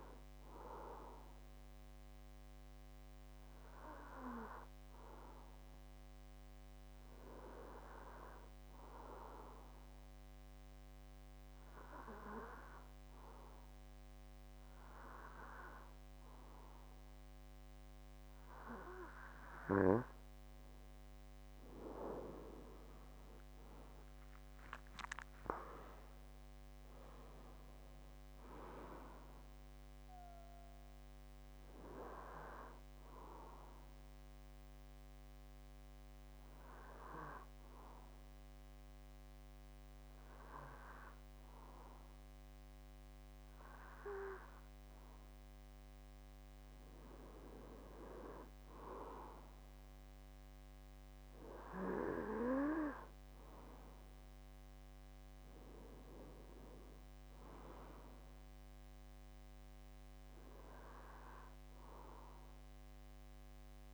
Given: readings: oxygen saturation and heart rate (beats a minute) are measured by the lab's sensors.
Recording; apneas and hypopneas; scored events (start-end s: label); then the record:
breathing in sleep by a microphone on the trachea; 2
0.00-5.00 s: oxygen desaturation (device-marked, oxygen 90% lowest)
5.00-19.00 s: hypopnea (oxygen 95% before, 89% lowest)
22.00-26.00 s: arousal
27.00-45.00 s: oxygen desaturation (device-marked, oxygen 94% before, 89% lowest)
33.50-46.00 s: hypopnea (oxygen 94% before, 89% lowest)
49.50-54.00 s: arousal
From the record:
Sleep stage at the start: N2 (light sleep); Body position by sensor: on the back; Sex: male